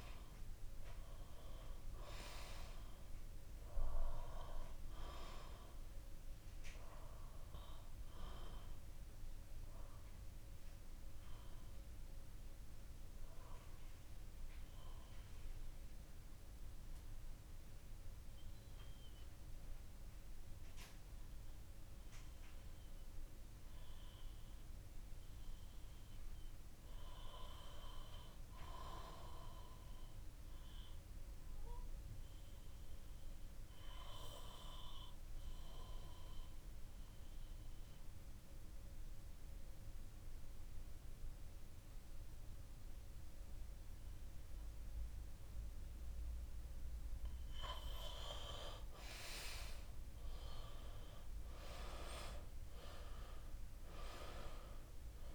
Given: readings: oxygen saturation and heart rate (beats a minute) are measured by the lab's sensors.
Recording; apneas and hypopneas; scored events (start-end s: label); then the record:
breathing in sleep by a room microphone; 1
5.50-47.00 s: obstructive apnea (oxygen 98% before, 88% lowest, heart rate 61 before, 58 extreme, up 13 after)
7.00-23.00 s: bradycardia (device-marked, heart rate 60 before, 58 extreme)
22.00-34.00 s: oxygen desaturation (device-marked, oxygen 96% before, 93% lowest, heart rate 60 before, 60 extreme)
49.50-52.50 s: arousal
From the record:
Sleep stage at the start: N2 (light sleep); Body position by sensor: on the back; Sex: male